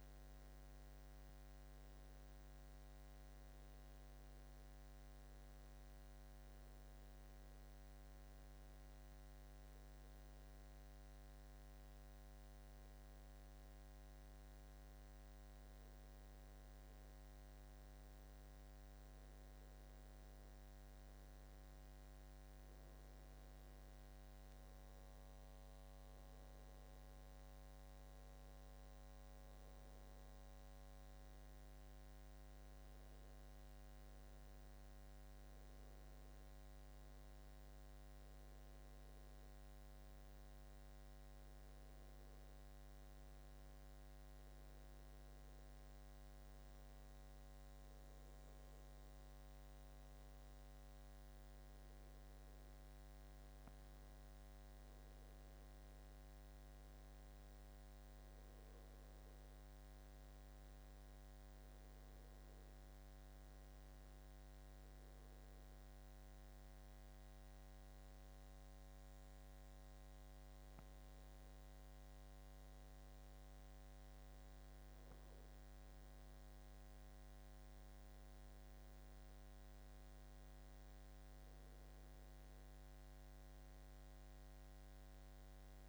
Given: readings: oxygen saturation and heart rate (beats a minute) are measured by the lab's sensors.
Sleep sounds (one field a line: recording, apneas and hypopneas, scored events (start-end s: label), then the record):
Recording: breathing in sleep, hard to hear, by a microphone on the trachea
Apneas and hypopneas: none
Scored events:
none scored
From the record:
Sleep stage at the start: N2 (light sleep)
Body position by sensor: on the back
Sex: male